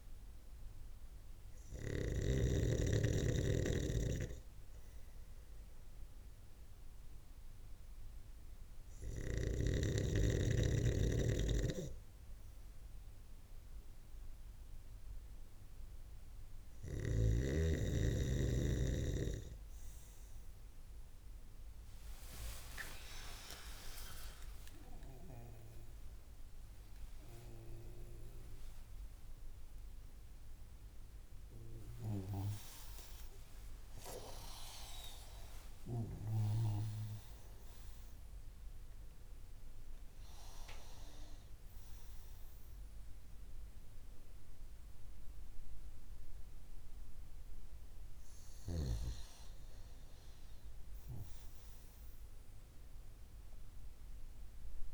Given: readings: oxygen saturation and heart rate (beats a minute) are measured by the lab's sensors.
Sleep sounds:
breathing in sleep by a room microphone; none
6.50-54.94 s: new sleep stage, N2 (light sleep)
10.50-16.50 s: snoring (device-marked)
21.50-27.00 s: arousal
From the record:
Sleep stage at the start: N3 (deep sleep); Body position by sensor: on the right side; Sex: male

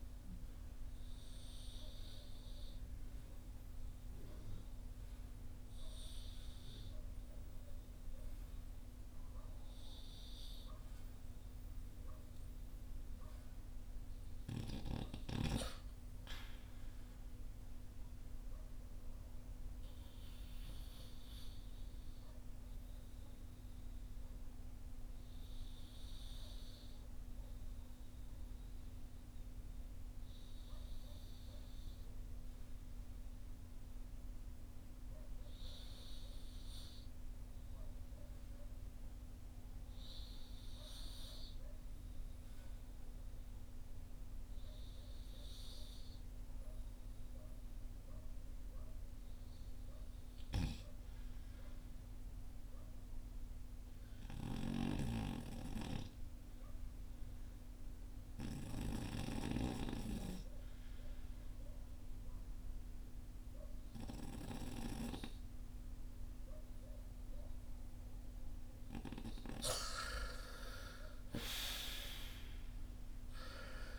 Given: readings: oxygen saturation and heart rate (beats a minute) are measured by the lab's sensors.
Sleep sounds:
breathing in sleep by a room microphone; 1
0.00-46.50 s: oxygen desaturation (device-marked, oxygen 78% lowest, heart rate 52 extreme)
22.50-46.00 s: obstructive apnea (oxygen 92% before, 75% lowest, heart rate 57 before, 52 extreme, up 6 after)
46.50-50.50 s: arousal
From the record:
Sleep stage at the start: REM sleep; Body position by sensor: on the back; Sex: male

